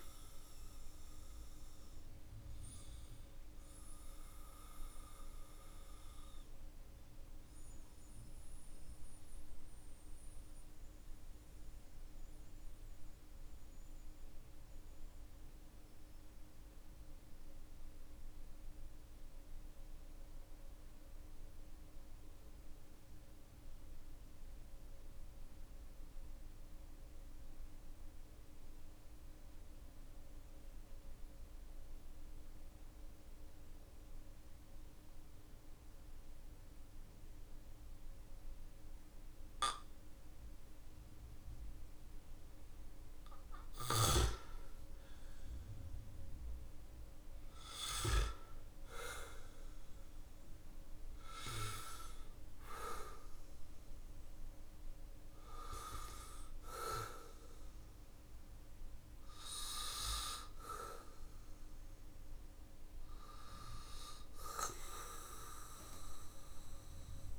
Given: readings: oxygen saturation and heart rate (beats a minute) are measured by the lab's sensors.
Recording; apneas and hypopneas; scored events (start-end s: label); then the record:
breathing in sleep by a room microphone; 1
0.00-19.50 s: oxygen desaturation (device-marked, oxygen 93% lowest, heart rate 41 extreme)
2.50-43.00 s: mixed apnea (oxygen 98% before, 91% lowest, heart rate 49 before, 44 extreme, up 10 after)
38.50-62.50 s: oxygen desaturation (device-marked, oxygen 99% before, 94% lowest, heart rate 54 before, 45 extreme)
46.50-52.00 s: arousal
64.50-67.39 s: oxygen desaturation (device-marked, oxygen 100% before, 91% lowest, heart rate 53 before, 45 extreme)
From the record:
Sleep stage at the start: N2 (light sleep); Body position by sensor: on the back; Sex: male